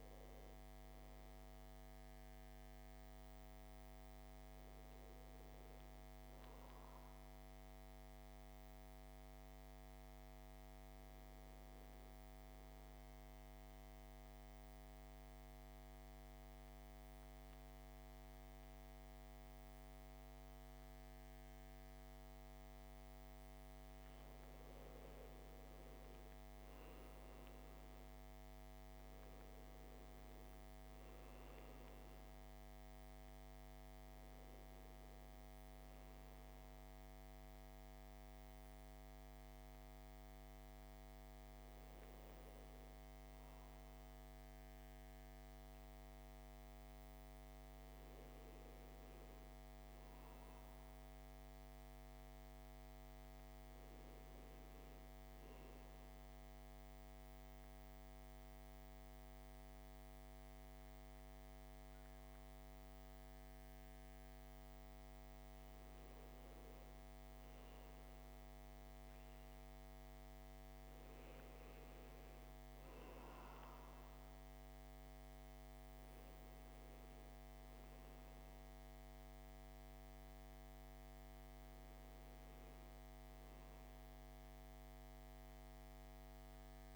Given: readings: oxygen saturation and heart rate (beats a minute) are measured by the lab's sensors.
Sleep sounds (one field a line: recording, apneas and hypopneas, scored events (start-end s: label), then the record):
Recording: breathing in sleep, hard to hear, by a microphone on the trachea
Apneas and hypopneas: 2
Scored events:
0.00-8.00 s: oxygen desaturation (device-marked, oxygen 93% lowest, heart rate 54 extreme)
13.50-24.50 s: mixed apnea (oxygen 99% before, 92% lowest, heart rate 62 before, 54 extreme, up 4 after)
26.00-29.00 s: arousal
28.00-49.00 s: oxygen desaturation (device-marked, oxygen 98% before, 92% lowest, heart rate 56 before, 56 extreme)
51.00-53.50 s: arousal
55.50-66.00 s: central apnea (oxygen 98% before, 92% lowest, heart rate 57 before, 56 extreme, up 3 after)
70.50-75.00 s: arousal
From the record:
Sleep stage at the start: N2 (light sleep)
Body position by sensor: on the back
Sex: male